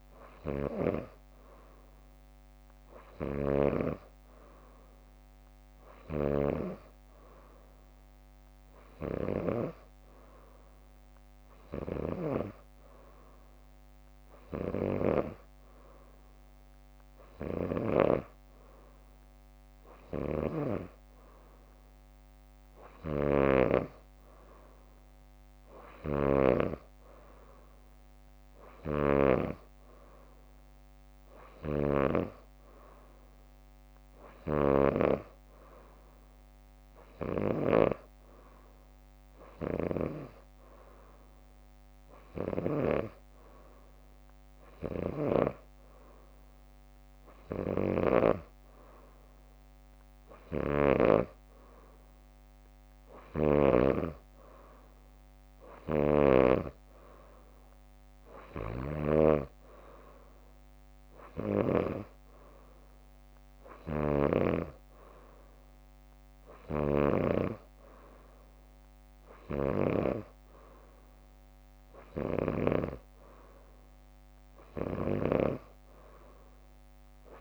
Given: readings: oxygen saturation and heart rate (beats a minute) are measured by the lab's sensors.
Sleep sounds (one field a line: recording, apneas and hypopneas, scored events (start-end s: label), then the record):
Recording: breathing in sleep by a microphone on the trachea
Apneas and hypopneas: none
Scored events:
14.50-15.50 s: leg movement (device-marked)
26.00-35.00 s: snoring (device-marked)
37.00-38.00 s: leg movement (device-marked)
50.50-54.00 s: snoring (device-marked)
61.00-63.50 s: leg movement (device-marked)
63.50-65.50 s: leg movement (device-marked)
From the record:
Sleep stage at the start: N2 (light sleep)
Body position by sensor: on the back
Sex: female